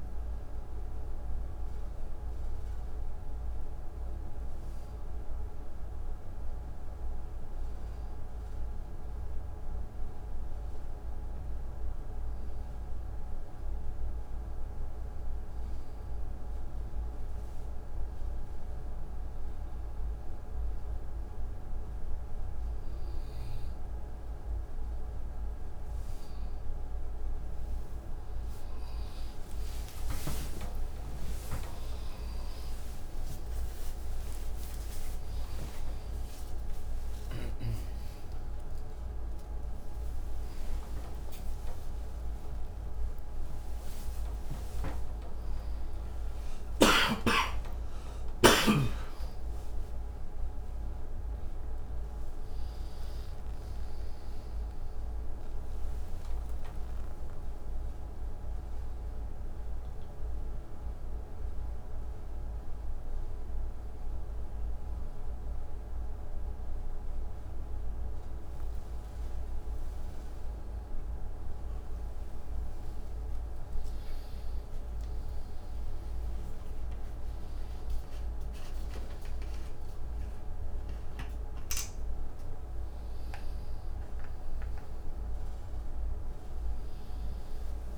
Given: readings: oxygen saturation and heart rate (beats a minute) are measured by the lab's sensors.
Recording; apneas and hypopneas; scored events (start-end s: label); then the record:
a person awake in a sleep study, hard to hear, by a room microphone; 1
0.00-19.00 s: oxygen desaturation (device-marked, oxygen 86% lowest, heart rate 52 extreme)
3.00-27.50 s: hypopnea (oxygen 97% before, 86% lowest, heart rate 70 before, 52 extreme)
42.00-87.98 s: new sleep stage, awake
From the record:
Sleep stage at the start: N2 (light sleep); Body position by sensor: on the right side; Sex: male